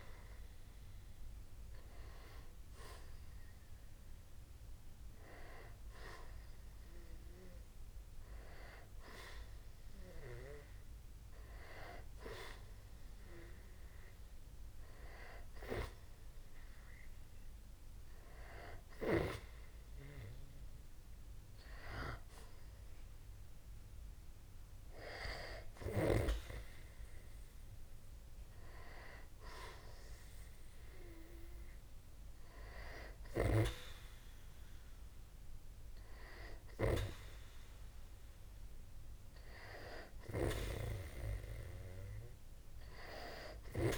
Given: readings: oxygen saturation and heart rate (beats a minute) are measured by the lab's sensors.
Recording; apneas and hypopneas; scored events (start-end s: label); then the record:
breathing in sleep by a room microphone; none
none scored
From the record:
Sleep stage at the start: N2 (light sleep); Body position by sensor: on the back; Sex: male